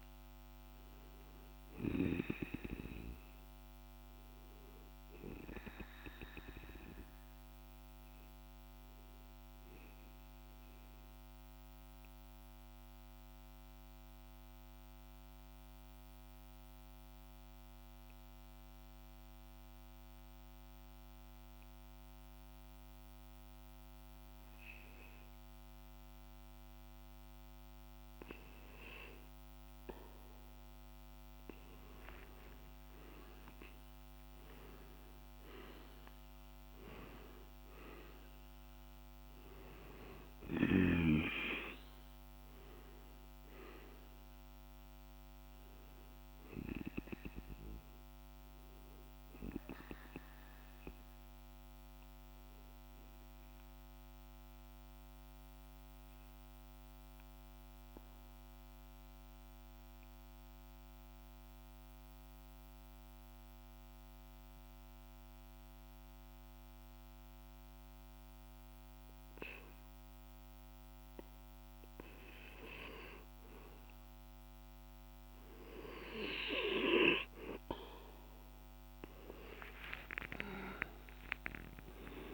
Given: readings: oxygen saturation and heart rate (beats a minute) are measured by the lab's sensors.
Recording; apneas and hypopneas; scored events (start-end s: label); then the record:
breathing in sleep by a microphone on the trachea; 2
0.00-14.50 s: oxygen desaturation (device-marked, oxygen 90% lowest, heart rate 49 extreme)
9.00-28.50 s: mixed apnea (oxygen 97% before, 91% lowest, heart rate 56 before, 49 extreme, up 4 after)
30.50-59.50 s: oxygen desaturation (device-marked, oxygen 98% before, 91% lowest, heart rate 50 before, 50 extreme)
31.00-34.50 s: arousal
50.00-73.00 s: mixed apnea (oxygen 98% before, 91% lowest, heart rate 53 before, 50 extreme, up 20 after)
74.50-82.34 s: oxygen desaturation (device-marked, oxygen 98% before, 92% lowest, heart rate 50 before, 48 extreme)
78.00-82.34 s: arousal
From the record:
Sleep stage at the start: N2 (light sleep); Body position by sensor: on the back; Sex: male